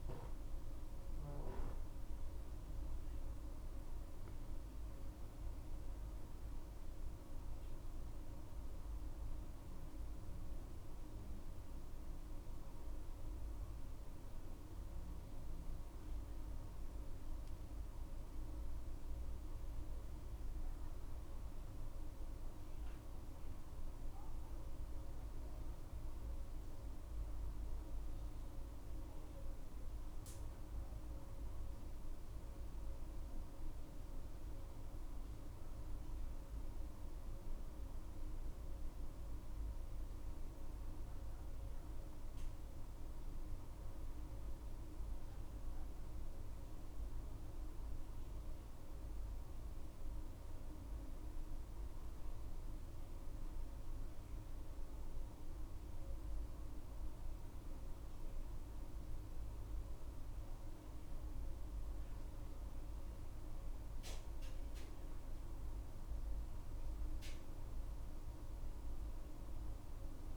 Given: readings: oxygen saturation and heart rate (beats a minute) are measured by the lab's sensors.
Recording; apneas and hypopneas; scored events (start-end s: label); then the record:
a person awake in a sleep study, hard to hear, by a room microphone; none
none scored
From the record:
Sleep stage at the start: awake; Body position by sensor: on the back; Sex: female